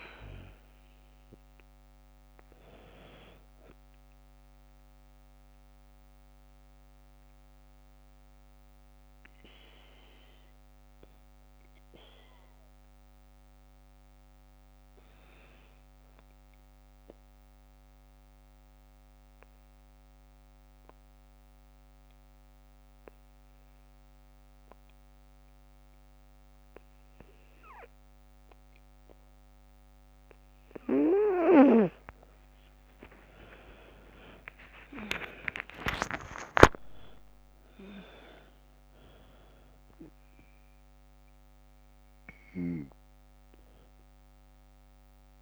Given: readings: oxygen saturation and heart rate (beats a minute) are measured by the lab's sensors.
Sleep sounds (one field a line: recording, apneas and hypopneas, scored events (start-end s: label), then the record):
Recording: breathing in sleep by a microphone on the trachea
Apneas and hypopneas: 1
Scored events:
0.00-20.50 s: oxygen desaturation (device-marked, oxygen 89% lowest, heart rate 49 extreme)
5.00-29.00 s: obstructive apnea (oxygen 93% before, 89% lowest, heart rate 58 before, 48 extreme, up 8 after)
31.50-37.00 s: arousal
32.50-45.42 s: oxygen desaturation (device-marked, oxygen 100% before, 92% lowest, heart rate 53 before, 48 extreme)
From the record:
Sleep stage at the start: N2 (light sleep)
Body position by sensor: on the back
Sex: female